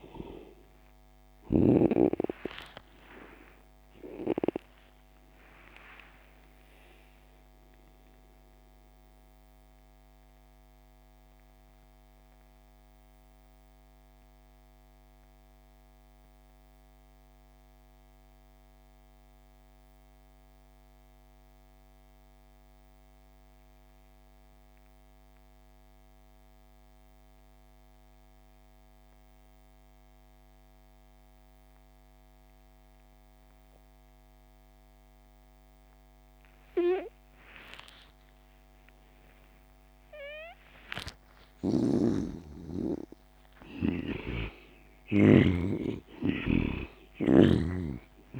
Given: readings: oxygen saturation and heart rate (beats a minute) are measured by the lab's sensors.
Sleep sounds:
breathing in sleep by a microphone on the trachea; 1
0.00-1.50 s: snoring (device-marked)
0.00-21.00 s: oxygen desaturation (device-marked, oxygen 74% lowest)
6.50-39.50 s: mixed apnea (oxygen 97% before, 74% lowest)
35.00-48.39 s: oxygen desaturation (device-marked, oxygen 97% before, 74% lowest)
40.50-45.00 s: arousal
41.00-45.00 s: snoring (device-marked)
From the record:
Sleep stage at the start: N2 (light sleep); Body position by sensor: on the back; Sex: male

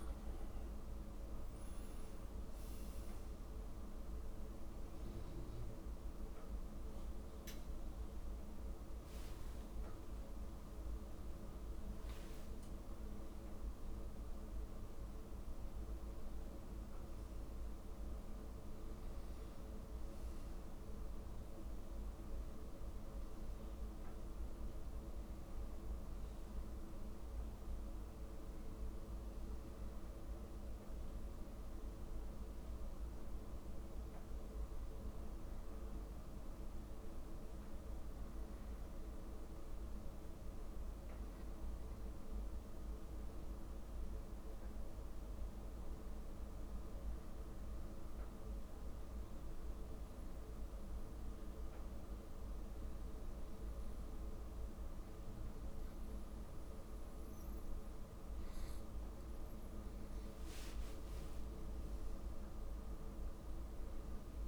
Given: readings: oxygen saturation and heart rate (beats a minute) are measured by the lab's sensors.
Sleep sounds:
a person partly awake in a sleep study, hard to hear, by a room microphone; 1
16.50-46.50 s: new sleep stage, N1 (lightest sleep)
46.00-58.00 s: hypopnea (oxygen 98% before, 93% lowest)
46.50-64.47 s: new sleep stage, N2 (light sleep)
59.50-63.50 s: arousal
62.50-64.47 s: oxygen desaturation (device-marked, oxygen 97% before, 93% lowest)
From the record:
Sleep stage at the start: awake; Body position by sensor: on the back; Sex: male

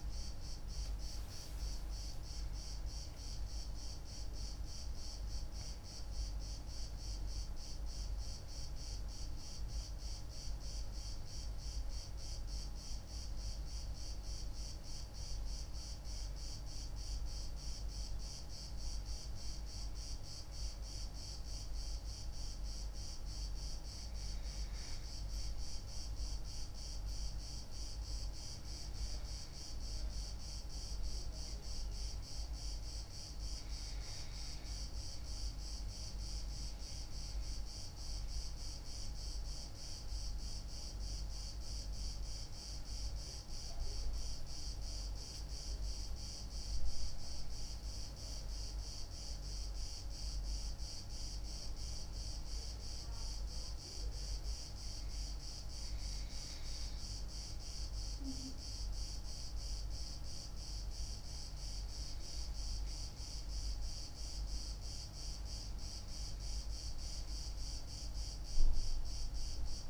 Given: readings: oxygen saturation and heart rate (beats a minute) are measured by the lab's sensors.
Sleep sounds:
breathing in sleep, hard to hear, by a room microphone; 1
1.50-6.50 s: arousal
44.50-48.00 s: arousal
53.50-64.50 s: hypopnea (oxygen 96% before, 93% lowest)
66.50-69.90 s: arousal
From the record:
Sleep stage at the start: N2 (light sleep); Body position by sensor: on the left side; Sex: female

